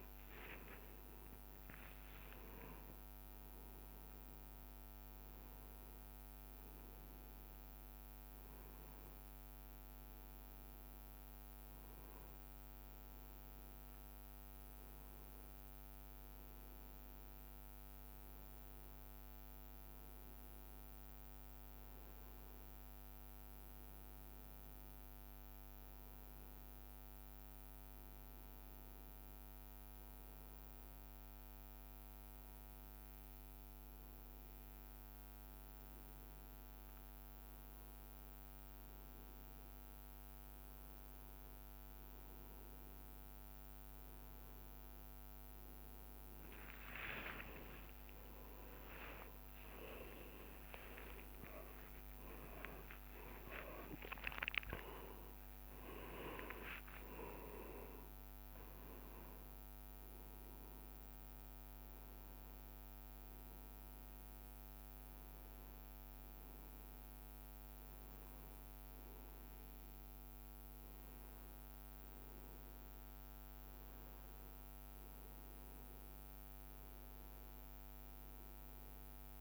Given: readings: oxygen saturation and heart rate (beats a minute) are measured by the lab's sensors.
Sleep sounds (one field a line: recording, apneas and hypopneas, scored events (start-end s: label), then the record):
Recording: a person awake in a sleep study, by a microphone on the trachea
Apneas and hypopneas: none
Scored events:
4.50-6.50 s: long interval between heartbeats (device-marked, heart rate 35 before, 76 extreme)
17.50-19.50 s: long interval between heartbeats (device-marked, heart rate 51 before, 58 extreme)
22.00-24.00 s: long interval between heartbeats (device-marked, heart rate 52 before, 58 extreme)
27.00-29.00 s: long interval between heartbeats (device-marked, heart rate 46 before, 48 extreme)
31.00-33.00 s: long interval between heartbeats (device-marked, heart rate 46 before, 67 extreme)
34.00-36.00 s: long interval between heartbeats (device-marked, heart rate 53 before, 53 extreme)
38.00-40.00 s: long interval between heartbeats (device-marked, heart rate 54 before, 43 extreme)
44.50-46.50 s: long interval between heartbeats (device-marked, heart rate 50 before, 58 extreme)
46.00-60.00 s: tachycardia (device-marked)
48.00-53.00 s: arousal
50.00-52.00 s: long interval between heartbeats (device-marked, heart rate 57 before, 114 extreme)
55.00-57.00 s: long interval between heartbeats (device-marked, heart rate 75 before, 121 extreme)
57.00-59.00 s: long interval between heartbeats (device-marked, heart rate 83 before, 132 extreme)
65.50-67.50 s: long interval between heartbeats (device-marked, heart rate 112 before, 88 extreme)
68.00-79.41 s: new sleep stage, N1 (lightest sleep)
From the record:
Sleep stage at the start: awake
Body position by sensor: on the right side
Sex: male